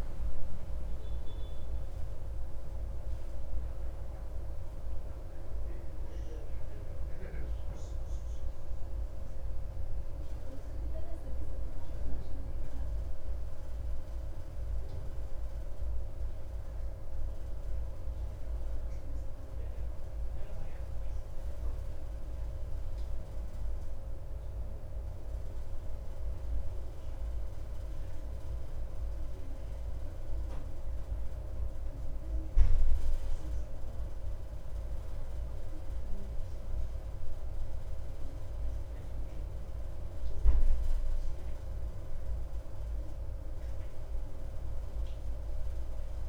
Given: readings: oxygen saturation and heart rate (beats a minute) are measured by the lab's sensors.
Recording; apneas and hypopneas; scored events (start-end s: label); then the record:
breathing in sleep, hard to hear, by a room microphone; none
none scored
From the record:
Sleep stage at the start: N2 (light sleep); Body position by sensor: on the back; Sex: male